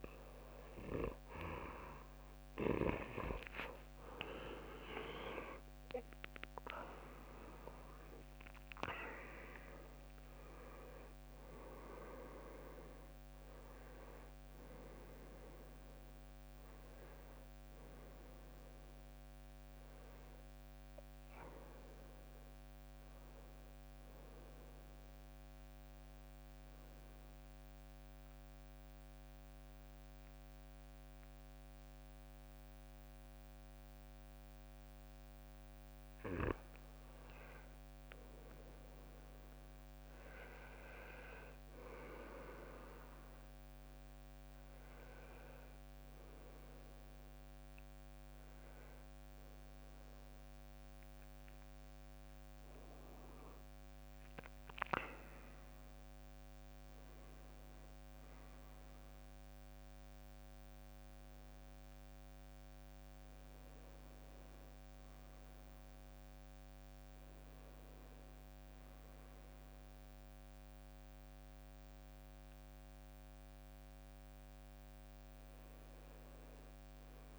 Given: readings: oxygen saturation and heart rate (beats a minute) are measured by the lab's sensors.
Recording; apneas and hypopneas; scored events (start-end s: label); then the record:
breathing in sleep by a microphone on the trachea; 1
2.50-9.50 s: arousal
4.00-9.00 s: leg movement (device-marked)
7.00-30.00 s: oxygen desaturation (device-marked, oxygen 96% before, 89% lowest, heart rate 60 before, 63 extreme)
8.00-21.00 s: drop in pulse transit time (device-marked, heart rate 60 before, 70 extreme)
26.50-37.00 s: central apnea (oxygen 96% before, 89% lowest, heart rate 72 before, 63 extreme, up 5 after)
52.00-57.00 s: arousal
60.00-77.38 s: new sleep stage, N2 (light sleep)
From the record:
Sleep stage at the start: N1 (lightest sleep); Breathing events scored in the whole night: 285 in 4.2 hours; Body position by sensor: on the back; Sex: male